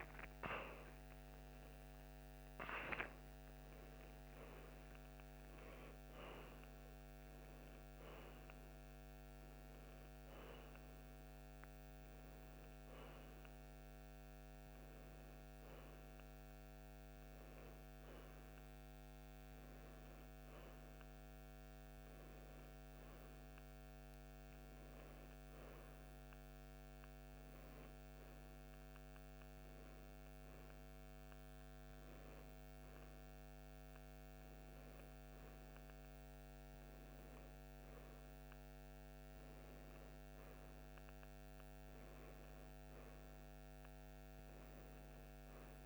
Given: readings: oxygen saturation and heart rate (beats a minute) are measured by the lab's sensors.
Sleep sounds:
a person partly awake in a sleep study, hard to hear, by a microphone on the trachea; none
13.00-45.86 s: new sleep stage, N1 (lightest sleep)
From the record:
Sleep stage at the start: awake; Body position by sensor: on the right side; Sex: female

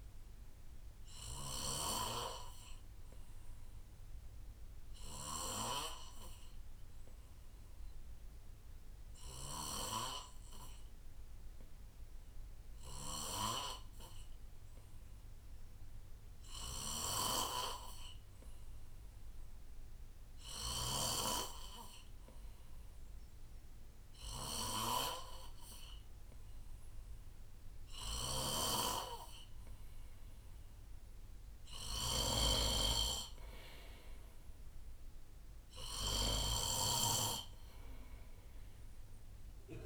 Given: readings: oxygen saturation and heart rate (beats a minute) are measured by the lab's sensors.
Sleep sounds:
breathing in sleep by a room microphone; 1
0.00-2.00 s: snoring (device-marked)
1.50-29.50 s: obstructive apnea (oxygen 95% before, 90% lowest, heart rate 67 before, 64 extreme, up 11 after)
6.00-26.00 s: drop in pulse transit time (device-marked, heart rate 67 before, 67 extreme)
16.50-21.00 s: snoring (device-marked)
22.00-35.00 s: oxygen desaturation (device-marked, oxygen 95% before, 90% lowest, heart rate 72 before, 64 extreme)
26.50-28.50 s: long interval between heartbeats (device-marked, heart rate 72 before, 80 extreme)
28.00-39.86 s: snoring (device-marked)
32.50-36.50 s: arousal
From the record:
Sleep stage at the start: N2 (light sleep); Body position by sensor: on the right side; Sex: male

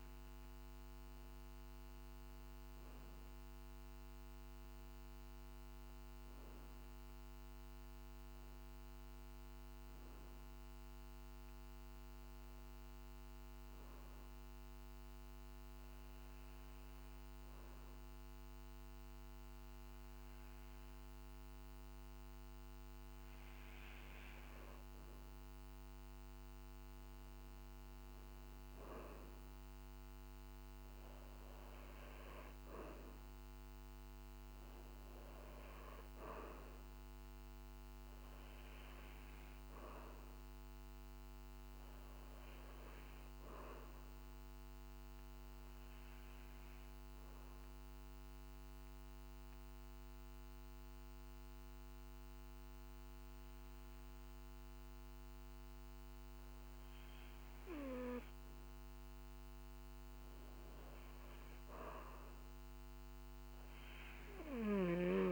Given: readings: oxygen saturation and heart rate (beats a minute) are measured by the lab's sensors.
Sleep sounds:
breathing in sleep by a microphone on the trachea; 2
11.00-24.00 s: hypopnea (oxygen 96% before, 93% lowest, heart rate 51 before, 49 extreme, up 4 after)
25.00-28.50 s: arousal
45.00-57.50 s: obstructive apnea (oxygen 96% before, 93% lowest, heart rate 51 before, 49 extreme, up 6 after)
59.50-63.00 s: arousal
From the record:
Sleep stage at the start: N2 (light sleep); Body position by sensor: on the back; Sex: male

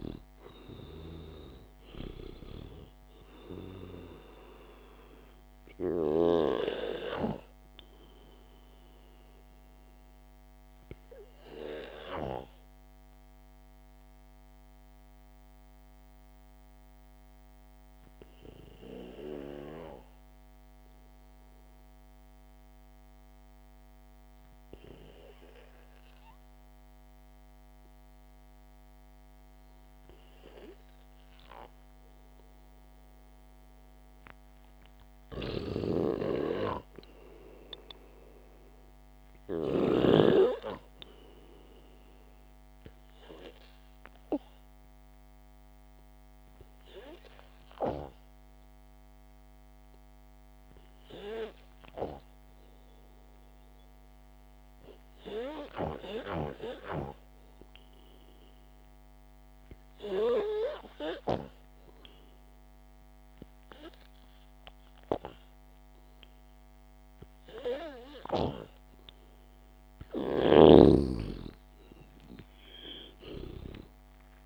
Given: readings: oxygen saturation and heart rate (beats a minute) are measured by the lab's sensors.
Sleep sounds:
breathing in sleep by a microphone on the trachea; 2
0.00-26.50 s: oxygen desaturation (device-marked, oxygen 90% lowest, heart rate 53 extreme)
10.00-32.00 s: mixed apnea (oxygen 98% before, 90% lowest, heart rate 59 before, 53 extreme, up 4 after)
34.00-38.50 s: arousal
36.00-40.50 s: snoring (device-marked)
43.50-53.50 s: obstructive apnea (oxygen 98% before, 92% lowest, heart rate 62 before, 52 extreme, up 6 after)
55.00-58.00 s: arousal
56.50-67.50 s: oxygen desaturation (device-marked, oxygen 95% before, 92% lowest, heart rate 60 before, 52 extreme)
From the record:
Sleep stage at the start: N2 (light sleep); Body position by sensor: on the back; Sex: male

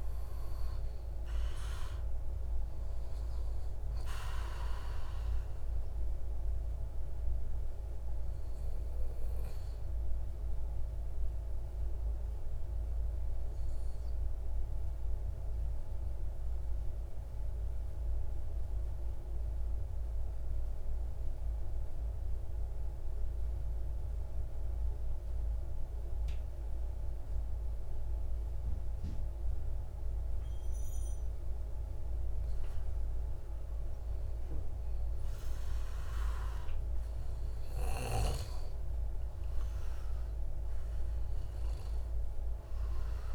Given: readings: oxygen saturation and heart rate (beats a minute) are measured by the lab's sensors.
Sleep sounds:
breathing in sleep, hard to hear, by a room microphone; 1
0.00-15.50 s: oxygen desaturation (device-marked, oxygen 90% lowest, heart rate 44 extreme)
4.00-31.00 s: obstructive apnea (oxygen 99% before, 90% lowest, heart rate 110 before, 44 extreme)
32.00-36.00 s: arousal
38.50-43.35 s: oxygen desaturation (device-marked, oxygen 98% before, 94% lowest, heart rate 75 before, 65 extreme)
From the record:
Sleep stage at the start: N2 (light sleep); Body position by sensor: on the right side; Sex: male

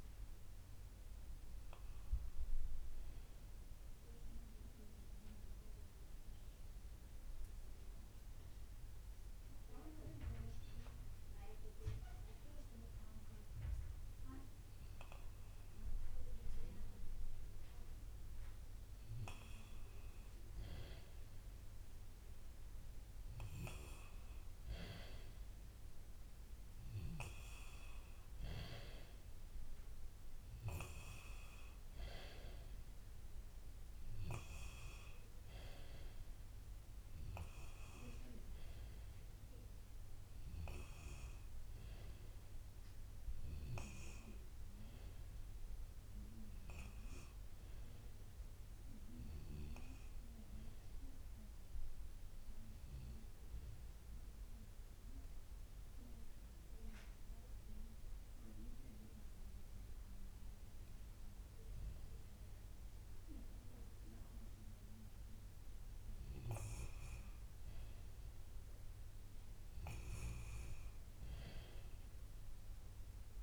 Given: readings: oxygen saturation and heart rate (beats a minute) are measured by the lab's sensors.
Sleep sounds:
a person partly awake in a sleep study, by a room microphone; none
30.00-73.43 s: new sleep stage, N1 (lightest sleep)
From the record:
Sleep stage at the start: awake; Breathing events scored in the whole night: 304 in 4.4 hours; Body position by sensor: on the back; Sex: male

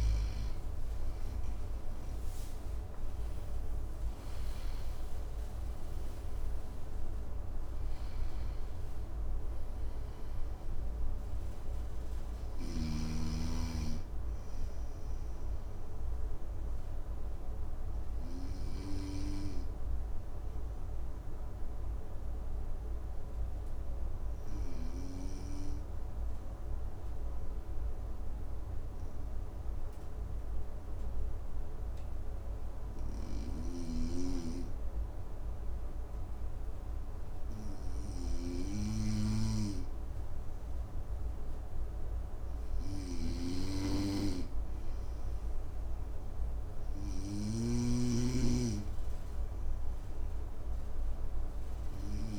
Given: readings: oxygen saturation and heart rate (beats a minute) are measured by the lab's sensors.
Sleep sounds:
breathing in sleep by a room microphone; 1
0.00-3.00 s: arousal
0.00-4.00 s: snoring (device-marked)
0.00-17.50 s: oxygen desaturation (device-marked, oxygen 91% lowest, heart rate 55 extreme)
15.50-36.50 s: obstructive apnea (oxygen 97% before, 91% lowest, heart rate 64 before, 55 extreme, up 2 after)
32.50-52.39 s: snoring (device-marked)
41.00-45.00 s: arousal
49.50-52.39 s: oxygen desaturation (device-marked, oxygen 98% before, 94% lowest, heart rate 56 before, 53 extreme)
From the record:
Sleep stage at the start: N2 (light sleep); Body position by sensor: on the front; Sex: male

